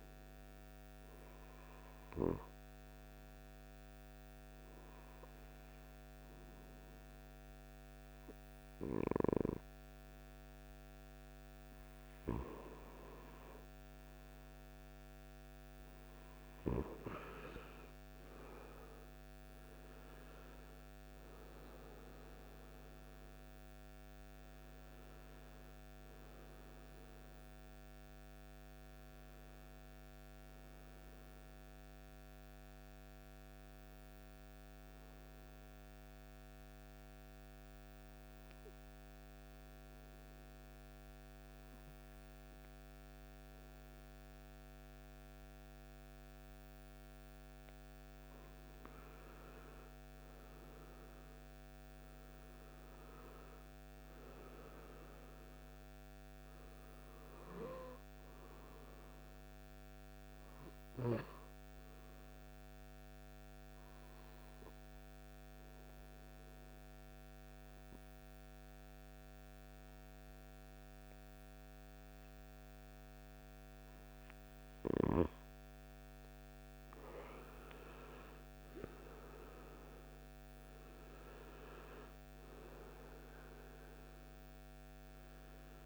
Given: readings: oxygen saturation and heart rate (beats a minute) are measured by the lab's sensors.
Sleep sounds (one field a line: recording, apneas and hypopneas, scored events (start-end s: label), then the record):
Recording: breathing in sleep by a microphone on the trachea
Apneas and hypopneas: 2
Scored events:
19.50-24.00 s: arousal
34.50-46.00 s: obstructive apnea (oxygen 96% before, 93% lowest, heart rate 62 before, 53 extreme, up 8 after)
48.50-52.00 s: arousal
62.00-72.00 s: obstructive apnea (oxygen 97% before, 90% lowest, heart rate 58 before, 54 extreme, up 5 after)
74.00-78.50 s: arousal
From the record:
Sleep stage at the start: N2 (light sleep)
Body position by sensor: on the right side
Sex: male